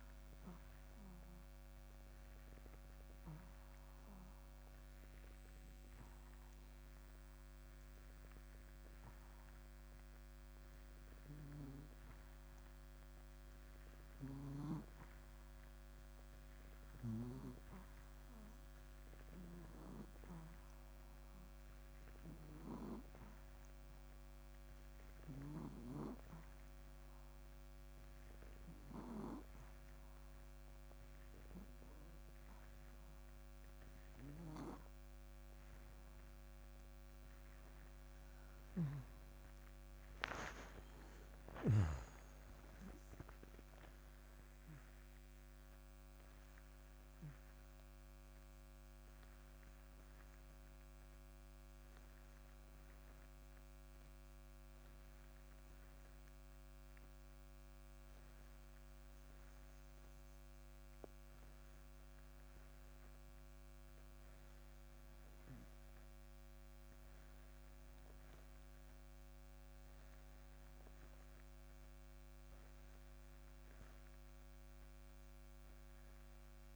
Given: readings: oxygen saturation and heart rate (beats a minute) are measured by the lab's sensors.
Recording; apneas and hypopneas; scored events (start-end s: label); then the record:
breathing in sleep by a microphone on the trachea; 2
2.00-13.00 s: obstructive apnea (oxygen 92% before, 84% lowest, heart rate 62 before, 58 extreme, up 2 after)
2.00-23.00 s: oxygen desaturation (device-marked, oxygen 92% before, 87% lowest, heart rate 62 before, 58 extreme)
16.00-19.00 s: arousal
27.00-38.50 s: obstructive apnea (oxygen 96% before, 84% lowest, heart rate 60 before, 60 extreme, up 8 after)
30.00-76.00 s: oxygen desaturation (device-marked, oxygen 96% before, 84% lowest, heart rate 60 before, 60 extreme)
40.50-44.50 s: arousal
From the record:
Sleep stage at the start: N2 (light sleep); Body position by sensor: on the back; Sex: male